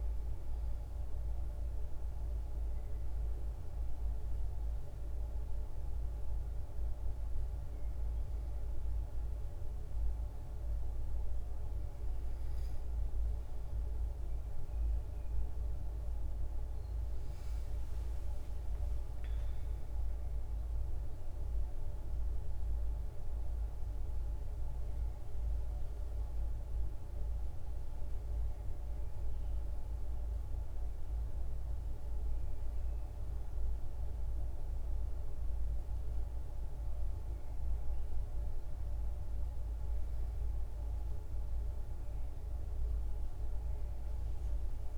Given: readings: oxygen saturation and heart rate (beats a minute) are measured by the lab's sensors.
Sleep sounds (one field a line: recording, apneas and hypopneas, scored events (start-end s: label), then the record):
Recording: breathing in sleep, hard to hear, by a room microphone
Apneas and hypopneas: none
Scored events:
13.50-18.50 s: arousal
26.00-44.98 s: new sleep stage, N2 (light sleep)
From the record:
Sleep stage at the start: N1 (lightest sleep)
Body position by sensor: on the back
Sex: female